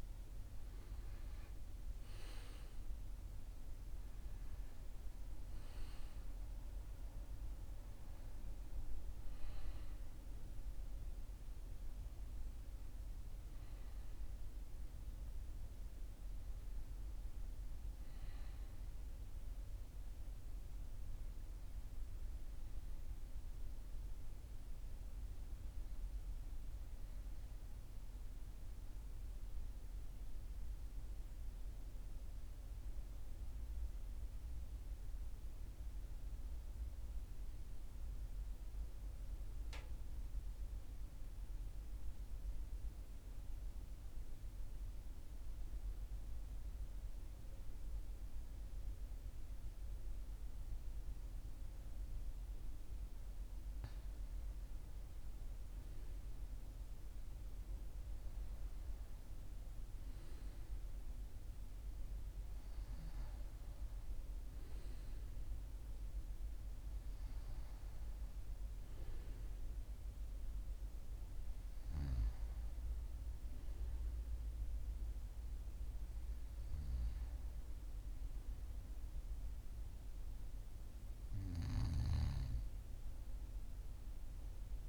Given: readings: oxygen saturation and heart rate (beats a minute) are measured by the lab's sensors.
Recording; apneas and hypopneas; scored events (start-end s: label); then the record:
breathing in sleep, hard to hear, by a room microphone; 1
0.00-14.00 s: oxygen desaturation (device-marked, oxygen 81% lowest, heart rate 42 extreme)
20.00-84.89 s: new sleep stage, N2 (light sleep)
29.00-53.50 s: mixed apnea (oxygen 96% before, 94% lowest, heart rate 47 before, 43 extreme, up 1 after)
55.00-84.89 s: oxygen desaturation (device-marked, oxygen 99% before, 94% lowest, heart rate 43 before, 42 extreme)
55.50-61.50 s: arousal
From the record:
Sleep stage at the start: N1 (lightest sleep); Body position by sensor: on the right side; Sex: male